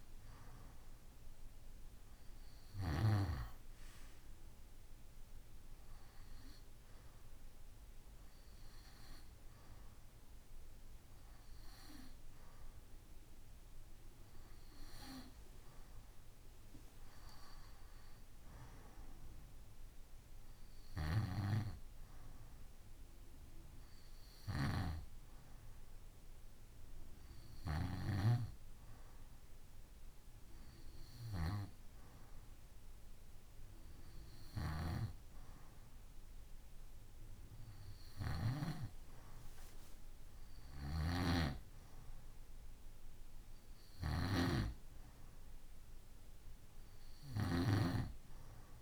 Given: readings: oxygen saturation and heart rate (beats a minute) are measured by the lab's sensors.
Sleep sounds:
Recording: breathing in sleep by a room microphone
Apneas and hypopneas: none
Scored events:
0.00-2.50 s: snoring (device-marked)
40.00-48.82 s: snoring (device-marked)
From the record:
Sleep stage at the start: N2 (light sleep)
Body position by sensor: on the right side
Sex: male

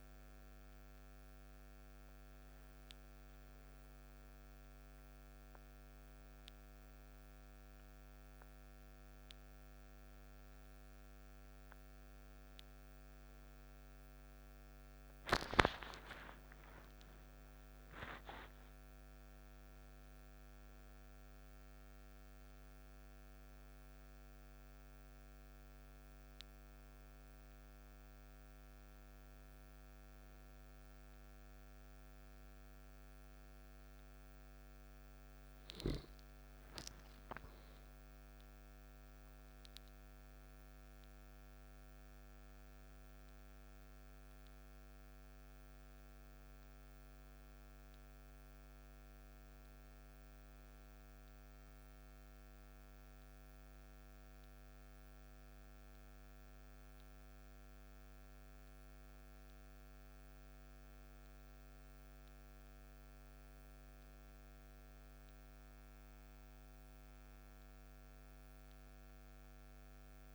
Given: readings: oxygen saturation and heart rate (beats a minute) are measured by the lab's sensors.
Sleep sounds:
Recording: a person awake in a sleep study, hard to hear, by a microphone on the trachea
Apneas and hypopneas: none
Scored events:
none scored
From the record:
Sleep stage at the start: awake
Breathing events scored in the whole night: 244 in 3.9 hours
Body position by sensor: on the back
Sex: male

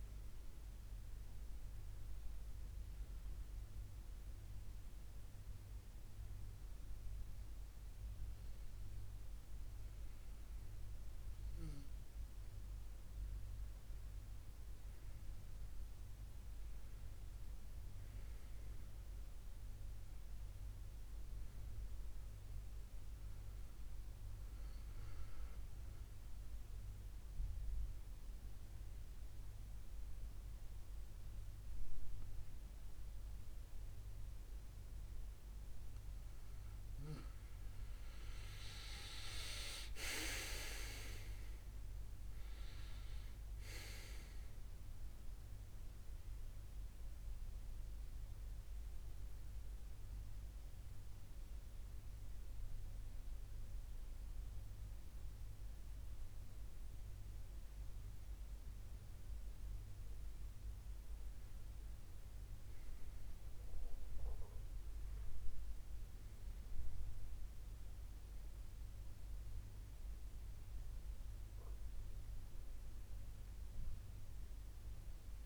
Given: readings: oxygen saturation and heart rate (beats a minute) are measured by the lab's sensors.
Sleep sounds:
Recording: breathing in sleep by a room microphone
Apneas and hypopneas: 2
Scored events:
25.00-37.00 s: mixed apnea (oxygen 95% before, 92% lowest, heart rate 76 before, 71 extreme, up 9 after)
39.00-42.00 s: arousal
47.00-59.50 s: mixed apnea (oxygen 95% before, 92% lowest, heart rate 74 before, 75 extreme, up 3 after)
62.00-65.00 s: arousal
From the record:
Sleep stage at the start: N2 (light sleep)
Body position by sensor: on the left side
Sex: male

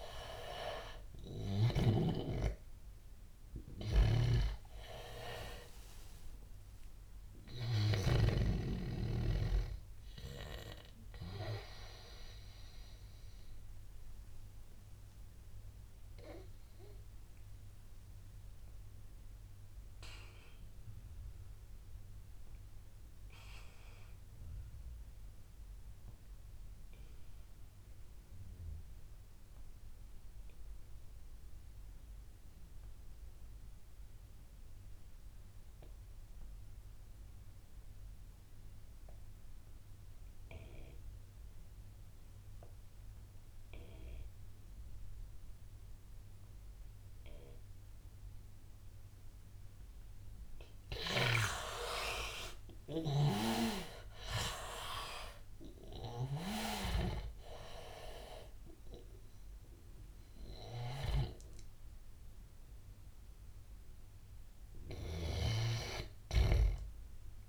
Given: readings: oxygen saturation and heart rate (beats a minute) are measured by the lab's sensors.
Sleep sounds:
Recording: breathing in sleep by a room microphone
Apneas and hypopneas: 1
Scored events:
0.00-2.00 s: snoring (device-marked)
0.00-20.00 s: oxygen desaturation (device-marked, oxygen 82% lowest, heart rate 70 extreme)
4.00-8.00 s: snoring (device-marked)
11.50-51.00 s: obstructive apnea (oxygen 99% before, 75% lowest, heart rate 90 before, 70 extreme, up 15 after)
29.00-67.49 s: oxygen desaturation (device-marked, oxygen 99% before, 75% lowest, heart rate 87 before, 70 extreme)
52.50-56.50 s: arousal
64.50-67.49 s: snoring (device-marked)
From the record:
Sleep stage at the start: N2 (light sleep)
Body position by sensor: on the back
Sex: male

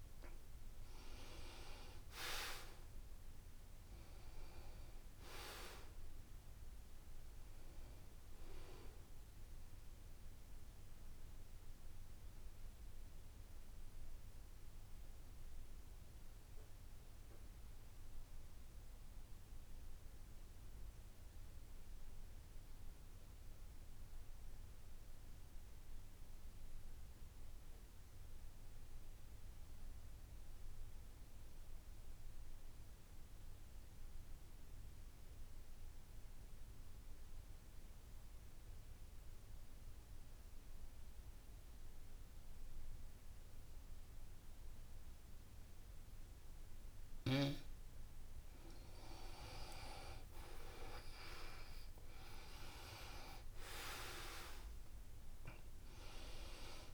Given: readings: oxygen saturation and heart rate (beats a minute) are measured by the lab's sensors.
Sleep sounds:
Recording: breathing in sleep by a room microphone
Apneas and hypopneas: 1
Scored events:
0.00-22.00 s: oxygen desaturation (device-marked, oxygen 82% lowest, heart rate 64 extreme)
13.00-48.50 s: mixed apnea (oxygen 93% before, 81% lowest, heart rate 73 before, 65 extreme, up 7 after)
39.00-56.94 s: oxygen desaturation (device-marked, oxygen 97% before, 81% lowest, heart rate 70 before, 66 extreme)
50.50-54.50 s: arousal
From the record:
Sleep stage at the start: N2 (light sleep)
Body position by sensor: on the back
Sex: male

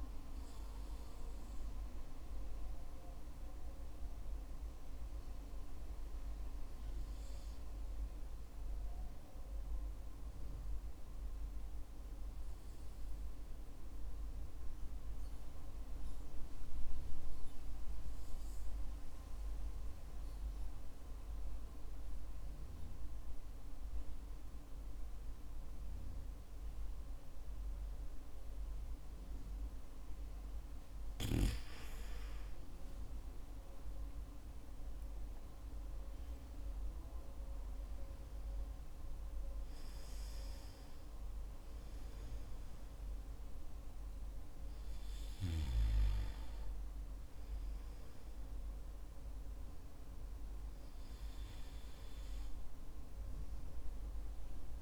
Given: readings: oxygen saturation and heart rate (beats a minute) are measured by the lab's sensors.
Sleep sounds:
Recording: breathing in sleep, hard to hear, by a room microphone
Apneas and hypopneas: 1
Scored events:
3.50-30.50 s: hypopnea (oxygen 95% before, 93% lowest, heart rate 57 before, 49 extreme, up 17 after)
34.00-37.50 s: arousal
From the record:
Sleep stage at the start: N2 (light sleep)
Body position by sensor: on the back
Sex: male

